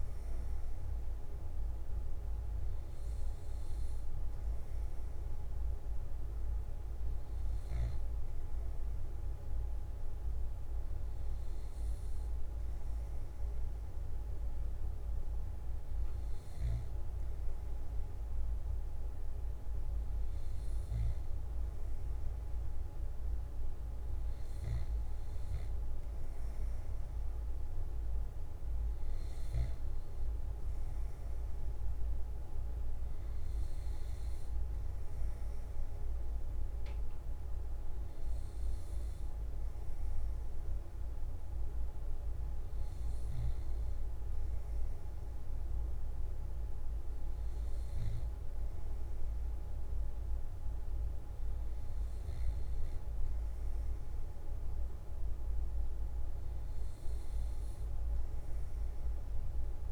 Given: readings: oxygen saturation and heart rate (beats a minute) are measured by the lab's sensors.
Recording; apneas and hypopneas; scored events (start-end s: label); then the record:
breathing in sleep, hard to hear, by a room microphone; none
none scored
From the record:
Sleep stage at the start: N3 (deep sleep); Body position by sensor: on the left side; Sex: male